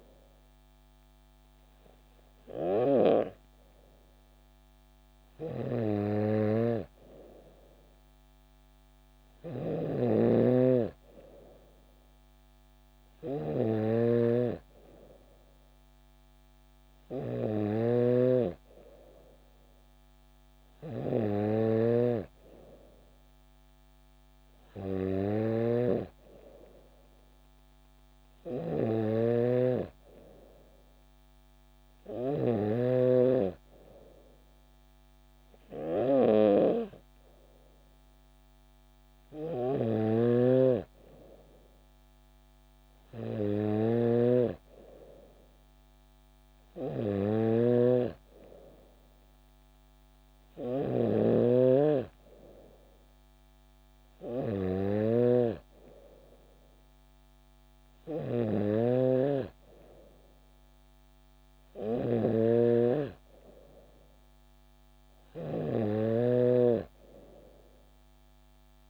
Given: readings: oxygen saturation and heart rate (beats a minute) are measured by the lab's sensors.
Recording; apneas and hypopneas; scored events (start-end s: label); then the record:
breathing in sleep by a microphone on the trachea; none
9.50-33.00 s: snoring (device-marked)
40.00-68.90 s: snoring (device-marked)
From the record:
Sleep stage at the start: N3 (deep sleep); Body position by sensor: on the back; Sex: female